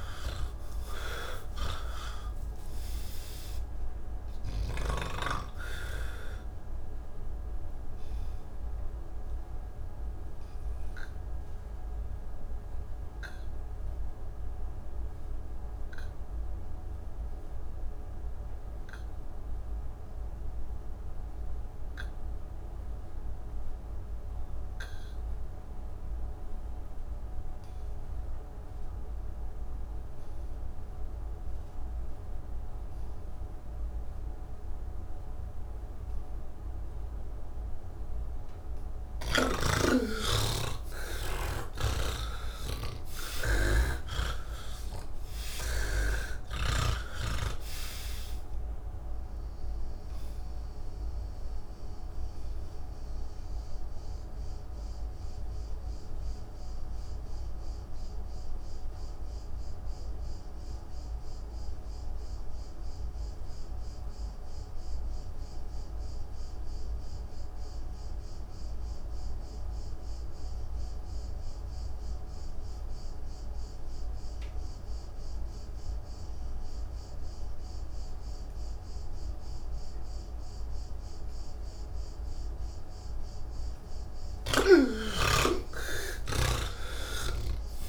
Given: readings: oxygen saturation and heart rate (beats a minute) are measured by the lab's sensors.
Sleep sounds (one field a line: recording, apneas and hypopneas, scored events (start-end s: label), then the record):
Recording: breathing in sleep by a room microphone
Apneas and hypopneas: 2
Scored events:
0.00-5.50 s: snoring (device-marked)
0.00-23.00 s: oxygen desaturation (device-marked, oxygen 81% lowest, heart rate 58 extreme)
9.00-37.50 s: obstructive apnea (oxygen 98% before, 77% lowest, heart rate 141 before, 39 extreme)
29.00-68.00 s: oxygen desaturation (device-marked, oxygen 98% before, 77% lowest)
42.00-47.50 s: snoring (device-marked)
50.00-83.00 s: obstructive apnea (oxygen 98% before, 75% lowest)
70.00-87.89 s: oxygen desaturation (device-marked, oxygen 98% before, 75% lowest)
84.50-87.89 s: snoring (device-marked)
From the record:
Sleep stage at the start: N1 (lightest sleep)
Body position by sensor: on the back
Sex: male